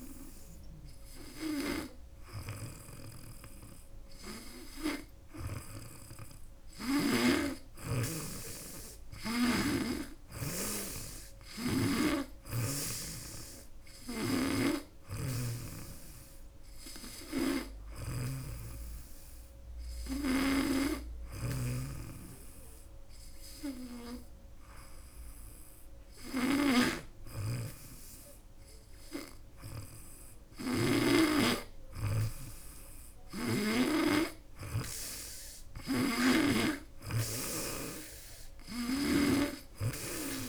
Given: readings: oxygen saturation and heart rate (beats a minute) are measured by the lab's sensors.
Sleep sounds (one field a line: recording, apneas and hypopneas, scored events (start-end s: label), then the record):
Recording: breathing in sleep by a room microphone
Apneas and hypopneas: none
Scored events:
14.00-18.00 s: snoring (device-marked)
20.00-31.00 s: snoring (device-marked)
35.50-40.48 s: snoring (device-marked)
From the record:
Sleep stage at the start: N2 (light sleep)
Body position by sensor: on the back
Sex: female